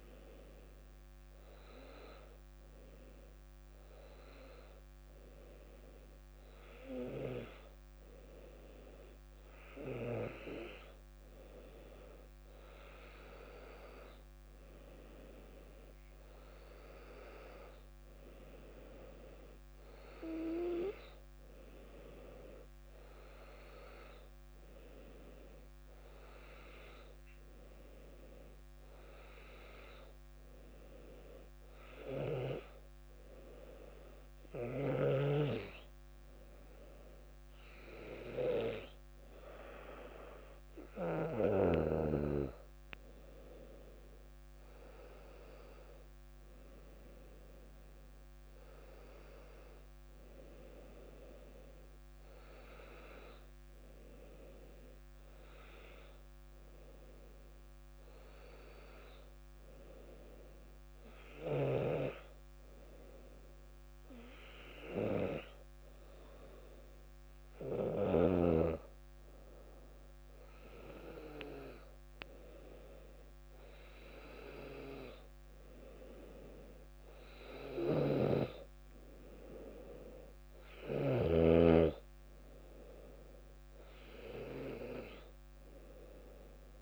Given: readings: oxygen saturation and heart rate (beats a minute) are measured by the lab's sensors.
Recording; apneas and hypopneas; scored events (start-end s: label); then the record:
breathing in sleep by a microphone on the trachea; none
78.00-81.50 s: snoring (device-marked)
From the record:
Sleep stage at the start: N2 (light sleep); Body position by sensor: on the back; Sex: female